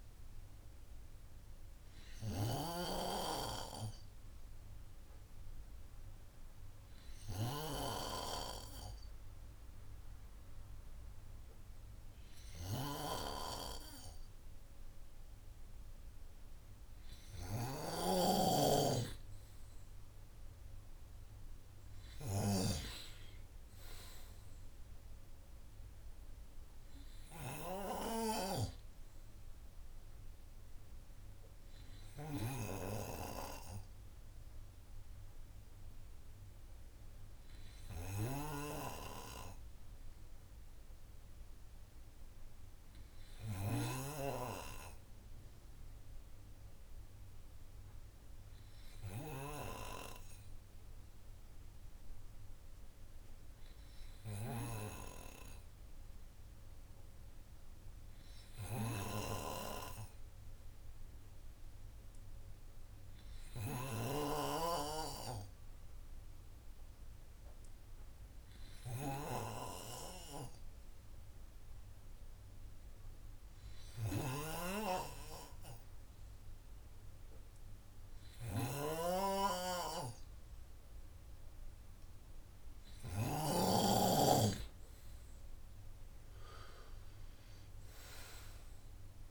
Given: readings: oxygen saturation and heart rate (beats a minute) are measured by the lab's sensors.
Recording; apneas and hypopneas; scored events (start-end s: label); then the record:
breathing in sleep by a room microphone; 2
0.00-8.00 s: snoring (device-marked)
6.00-18.50 s: hypopnea (oxygen 97% before, 94% lowest)
17.50-33.00 s: snoring (device-marked)
21.00-24.00 s: arousal
49.00-80.00 s: hypopnea (oxygen 97% before, 95% lowest, heart rate 55 before, 50 extreme, up 23 after)
64.50-84.00 s: snoring (device-marked)
81.50-84.50 s: arousal
From the record:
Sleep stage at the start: N2 (light sleep); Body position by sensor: on the right side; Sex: male